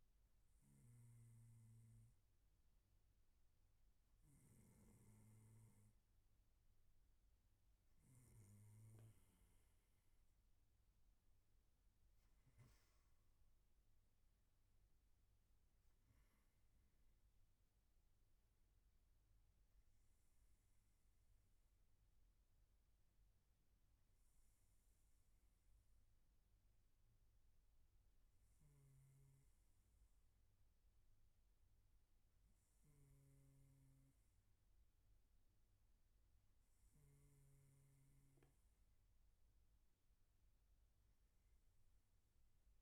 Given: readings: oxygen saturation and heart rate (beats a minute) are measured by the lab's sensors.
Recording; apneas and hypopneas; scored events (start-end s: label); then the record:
breathing in sleep, hard to hear, by a room microphone; none
none scored
From the record:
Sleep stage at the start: N1 (lightest sleep); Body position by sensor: on the right side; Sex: male